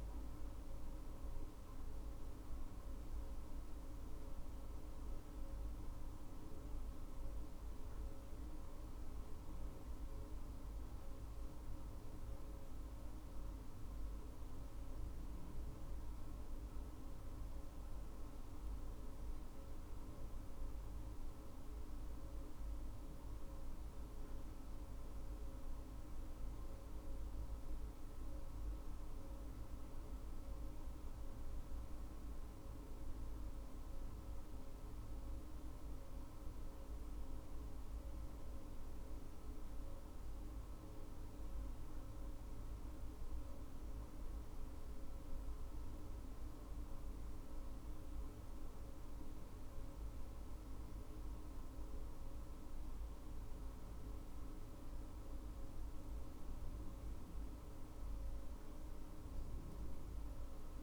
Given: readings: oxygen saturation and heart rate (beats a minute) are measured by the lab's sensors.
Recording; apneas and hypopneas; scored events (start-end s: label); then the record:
breathing in sleep, hard to hear, by a room microphone; none
0.00-6.50 s: arousal
From the record:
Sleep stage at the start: N2 (light sleep); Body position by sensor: on the front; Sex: female